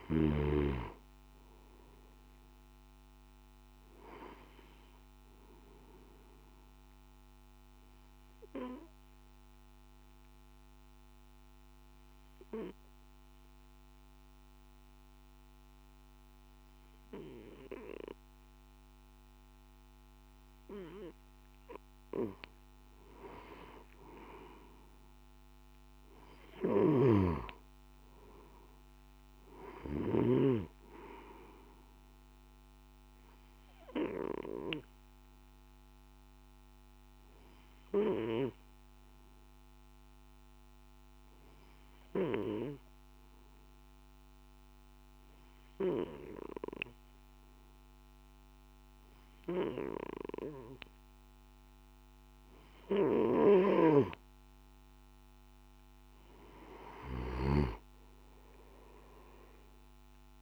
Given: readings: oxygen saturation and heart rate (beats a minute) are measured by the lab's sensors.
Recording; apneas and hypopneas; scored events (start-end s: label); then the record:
breathing in sleep by a microphone on the trachea; 2
7.00-22.00 s: obstructive apnea (oxygen 96% before, 92% lowest, heart rate 55 before, 51 extreme, up 4 after)
26.50-30.50 s: snoring (device-marked)
33.50-52.00 s: obstructive apnea (oxygen 98% before, 91% lowest, heart rate 55 before, 51 extreme, up 6 after)
34.00-49.00 s: oxygen desaturation (device-marked, oxygen 98% before, 92% lowest, heart rate 55 before, 51 extreme)
53.50-60.41 s: snoring (device-marked)
From the record:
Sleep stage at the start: N2 (light sleep); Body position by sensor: on the back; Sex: male